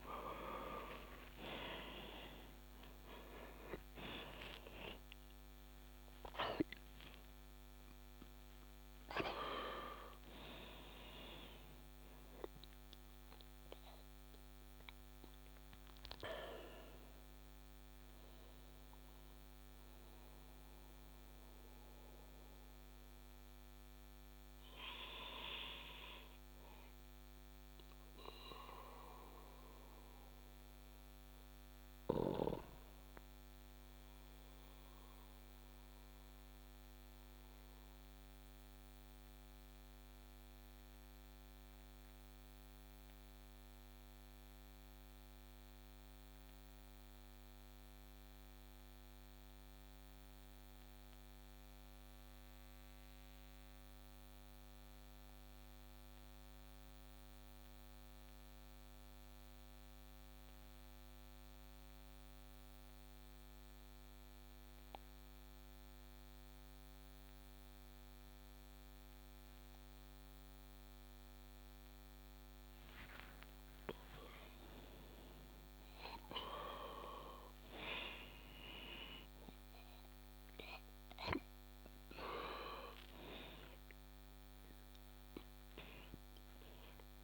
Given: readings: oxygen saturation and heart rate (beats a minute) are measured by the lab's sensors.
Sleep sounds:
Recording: breathing in sleep by a microphone on the trachea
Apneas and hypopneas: 1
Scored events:
0.00-3.50 s: arousal
0.00-31.50 s: oxygen desaturation (device-marked, oxygen 76% lowest)
33.50-72.50 s: obstructive apnea (oxygen 98% before, 91% lowest)
59.50-68.50 s: oxygen desaturation (device-marked, oxygen 98% before, 96% lowest)
73.50-79.00 s: arousal
From the record:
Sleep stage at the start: REM sleep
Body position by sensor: on the back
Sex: male

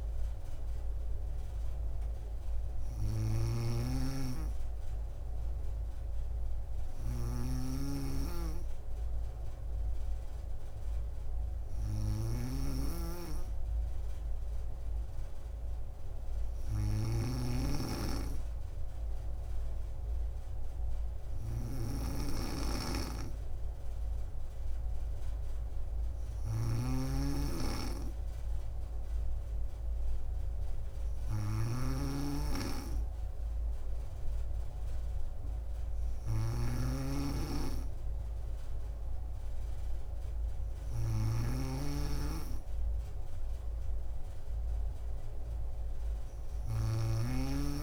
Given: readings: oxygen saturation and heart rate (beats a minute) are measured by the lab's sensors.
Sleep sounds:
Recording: breathing in sleep by a room microphone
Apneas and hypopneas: none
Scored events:
0.00-47.83 s: snoring (device-marked)
From the record:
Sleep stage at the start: N2 (light sleep)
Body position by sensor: on the back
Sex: female

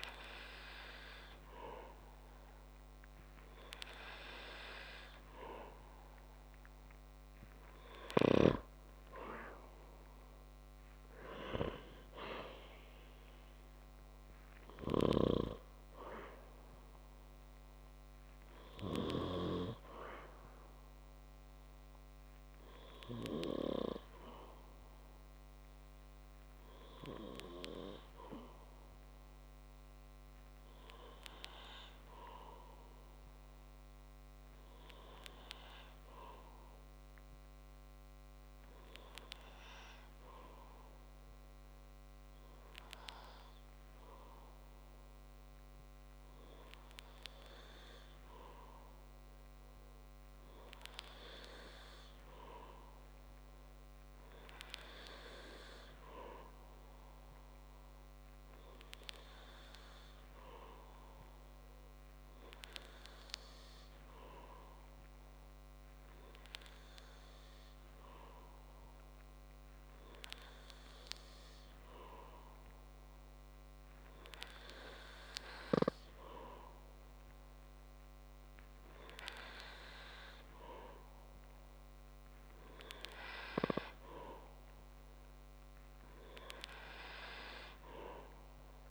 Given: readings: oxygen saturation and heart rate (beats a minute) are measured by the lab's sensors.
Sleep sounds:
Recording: breathing in sleep by a microphone on the trachea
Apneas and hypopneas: none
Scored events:
none scored
From the record:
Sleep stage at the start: N3 (deep sleep)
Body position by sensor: on the back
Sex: male

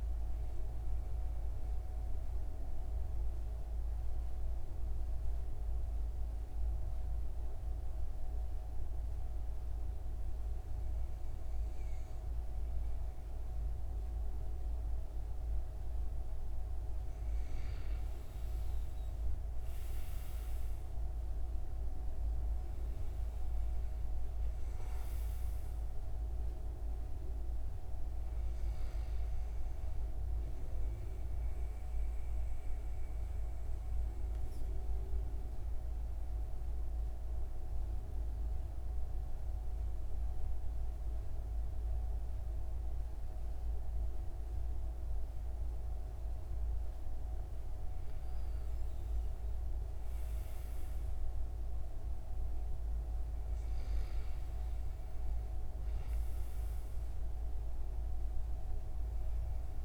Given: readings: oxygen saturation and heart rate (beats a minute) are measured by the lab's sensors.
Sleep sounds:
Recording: breathing in sleep, hard to hear, by a room microphone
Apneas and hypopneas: 2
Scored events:
0.00-3.00 s: oxygen desaturation (device-marked, oxygen 94% lowest)
1.50-16.50 s: mixed apnea (oxygen 97% before, 93% lowest)
18.50-22.00 s: arousal
19.00-37.00 s: oxygen desaturation (device-marked, oxygen 96% before, 93% lowest)
31.00-47.50 s: mixed apnea (oxygen 96% before, 92% lowest)
50.00-53.00 s: arousal
From the record:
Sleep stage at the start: N2 (light sleep)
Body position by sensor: on the right side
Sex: male

